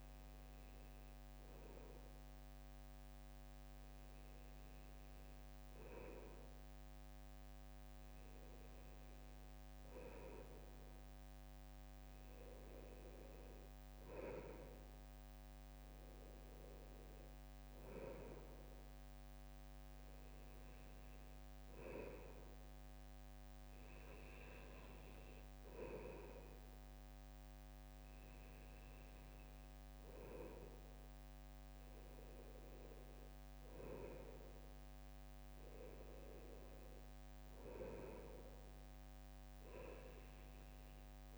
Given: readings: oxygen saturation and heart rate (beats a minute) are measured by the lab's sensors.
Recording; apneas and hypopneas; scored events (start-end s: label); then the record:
breathing in sleep by a microphone on the trachea; none
16.50-25.50 s: bradycardia (device-marked, heart rate 63 before, 58 extreme)
35.50-41.38 s: new sleep stage, N2 (light sleep)
39.50-41.38 s: bradycardia (device-marked, heart rate 62 before, 59 extreme)
From the record:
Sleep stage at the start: N1 (lightest sleep); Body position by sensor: on the right side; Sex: male